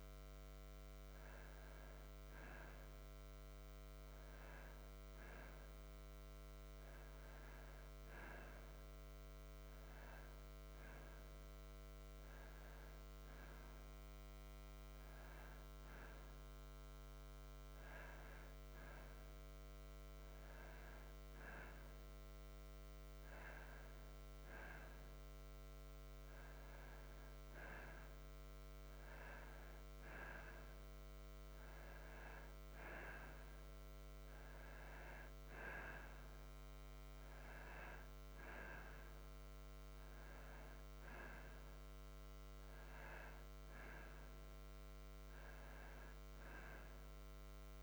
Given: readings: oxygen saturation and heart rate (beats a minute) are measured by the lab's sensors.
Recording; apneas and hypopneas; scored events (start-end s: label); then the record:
breathing in sleep by a microphone on the trachea; none
none scored
From the record:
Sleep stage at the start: N2 (light sleep); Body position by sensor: on the back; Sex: male